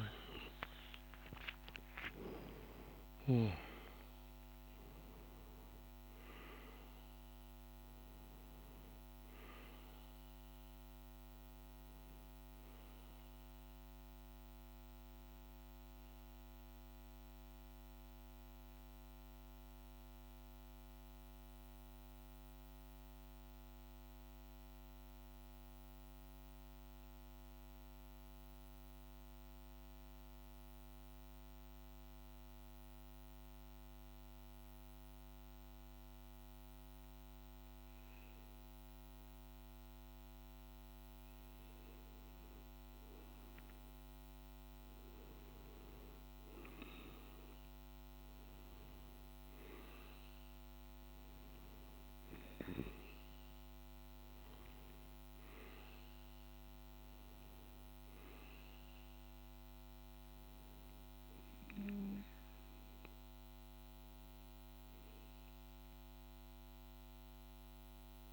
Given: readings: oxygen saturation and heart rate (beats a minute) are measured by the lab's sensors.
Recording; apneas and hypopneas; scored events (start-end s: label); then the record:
breathing in sleep by a microphone on the trachea; 1
0.00-20.00 s: oxygen desaturation (device-marked, oxygen 91% lowest, heart rate 51 extreme)
19.00-68.33 s: new sleep stage, REM sleep
20.00-36.50 s: central apnea (oxygen 97% before, 91% lowest, heart rate 68 before, 51 extreme, up 0 after)
40.00-45.00 s: arousal
41.00-68.33 s: oxygen desaturation (device-marked, oxygen 98% before, 91% lowest, heart rate 52 before, 50 extreme)
From the record:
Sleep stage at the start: N2 (light sleep); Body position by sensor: on the back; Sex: male